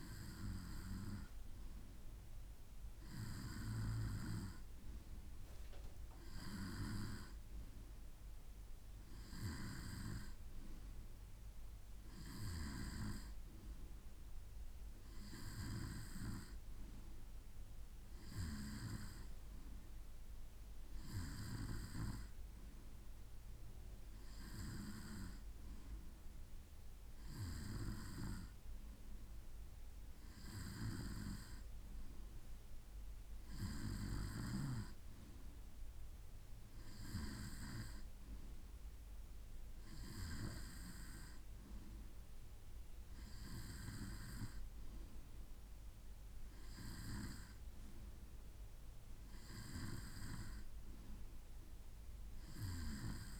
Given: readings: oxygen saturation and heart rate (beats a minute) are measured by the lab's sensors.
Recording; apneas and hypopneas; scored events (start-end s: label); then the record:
breathing in sleep by a room microphone; none
none scored
From the record:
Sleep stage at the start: N2 (light sleep); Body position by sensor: on the right side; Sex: male